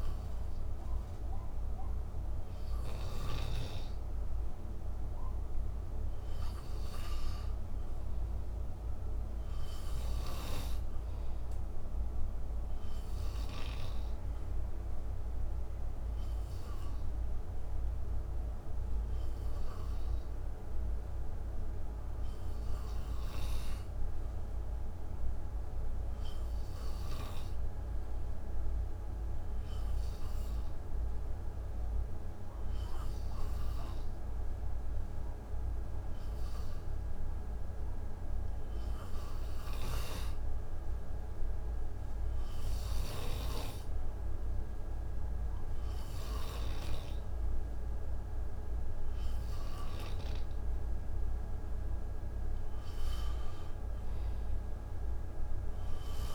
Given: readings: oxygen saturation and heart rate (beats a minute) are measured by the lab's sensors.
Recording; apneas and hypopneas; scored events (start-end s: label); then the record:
breathing in sleep, hard to hear, by a room microphone; none
none scored
From the record:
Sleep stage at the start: N2 (light sleep); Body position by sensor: on the right side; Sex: male